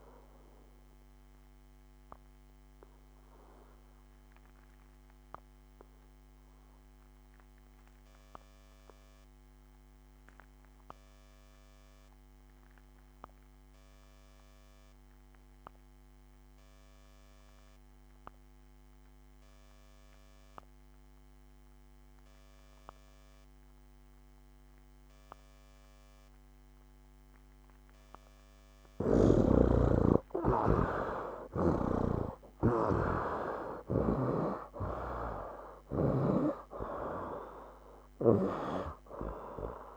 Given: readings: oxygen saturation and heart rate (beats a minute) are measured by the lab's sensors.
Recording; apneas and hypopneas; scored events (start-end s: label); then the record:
breathing in sleep by a microphone on the trachea; 1
0.00-16.50 s: oxygen desaturation (device-marked, oxygen 44% lowest, heart rate 65 extreme)
1.00-27.50 s: obstructive apnea (oxygen 74% before, 44% lowest, heart rate 85 before, 65 extreme, up 24 after)
24.50-39.97 s: oxygen desaturation (device-marked, oxygen 92% before, 52% lowest, heart rate 74 before, 68 extreme)
30.00-34.50 s: arousal
From the record:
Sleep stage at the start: REM sleep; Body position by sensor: on the right side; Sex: male